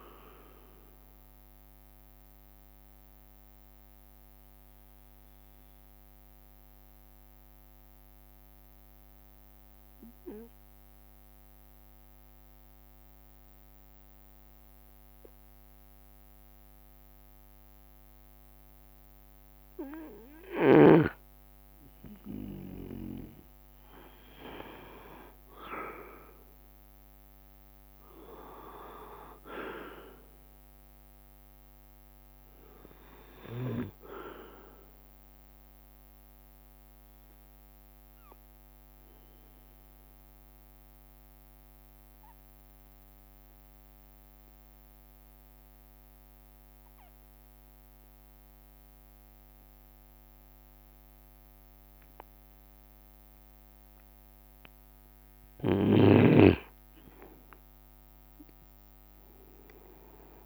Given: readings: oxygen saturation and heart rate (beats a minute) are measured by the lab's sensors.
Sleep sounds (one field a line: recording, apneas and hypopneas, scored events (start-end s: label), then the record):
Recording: breathing in sleep by a microphone on the trachea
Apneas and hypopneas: 2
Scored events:
0.00-10.00 s: oxygen desaturation (device-marked, oxygen 93% lowest)
0.00-55.00 s: bradycardia (device-marked)
2.00-21.50 s: obstructive apnea (oxygen 97% before, 93% lowest)
9.00-11.00 s: long interval between heartbeats (device-marked)
23.00 s: drop in pulse transit time (device-marked)
24.00-50.00 s: oxygen desaturation (device-marked, oxygen 99% before, 94% lowest)
24.50-29.00 s: arousal
31.50-33.50 s: long interval between heartbeats (device-marked)
35.50-55.00 s: obstructive apnea (oxygen 99% before, 92% lowest)
52.00-53.00 s: drop in pulse transit time (device-marked)
56.00-60.46 s: bradycardia (device-marked)
56.50-60.46 s: arousal
58.50-60.00 s: leg movement (device-marked)
From the record:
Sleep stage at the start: N2 (light sleep)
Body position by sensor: on the right side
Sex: male